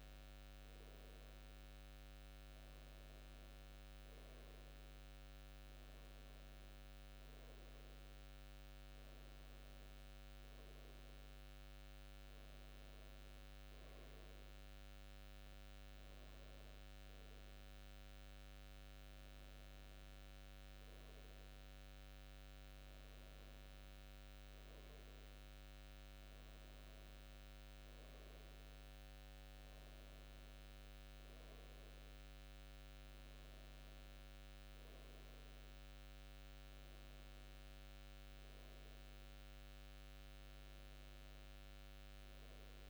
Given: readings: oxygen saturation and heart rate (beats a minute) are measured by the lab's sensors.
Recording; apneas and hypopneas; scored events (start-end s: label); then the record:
breathing in sleep, hard to hear, by a microphone on the trachea; none
none scored
From the record:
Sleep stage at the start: N2 (light sleep); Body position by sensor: on the back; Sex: male